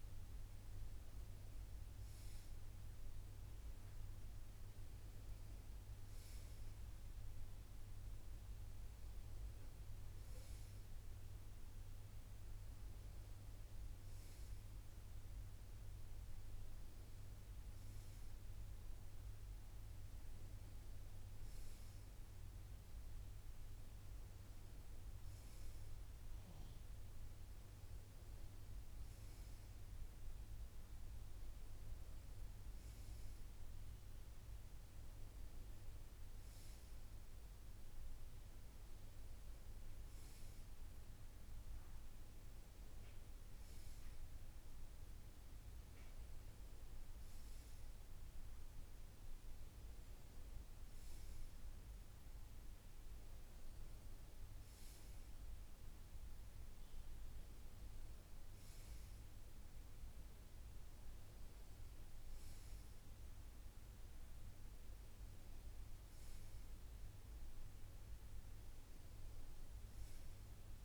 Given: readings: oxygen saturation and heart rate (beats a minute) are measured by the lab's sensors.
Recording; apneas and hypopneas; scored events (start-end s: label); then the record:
breathing in sleep, hard to hear, by a room microphone; none
none scored
From the record:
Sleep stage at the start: N2 (light sleep); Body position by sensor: on the right side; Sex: male